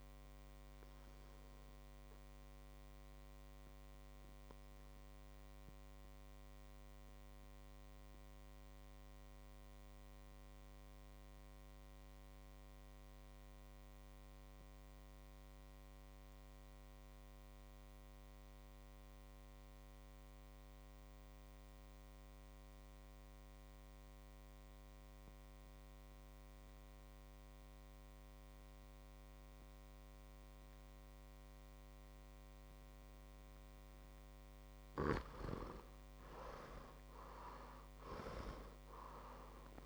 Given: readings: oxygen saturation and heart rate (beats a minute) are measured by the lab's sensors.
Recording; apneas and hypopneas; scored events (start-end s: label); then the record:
breathing in sleep by a microphone on the trachea; 1
0.00-15.50 s: oxygen desaturation (device-marked, oxygen 87% lowest, heart rate 56 extreme)
2.00-34.00 s: obstructive apnea (oxygen 100% before, 86% lowest, heart rate 61 before, 54 extreme, up 5 after)
29.50-39.86 s: oxygen desaturation (device-marked, oxygen 99% before, 88% lowest, heart rate 58 before, 54 extreme)
37.50-39.86 s: arousal
From the record:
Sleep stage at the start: N2 (light sleep); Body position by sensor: on the back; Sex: male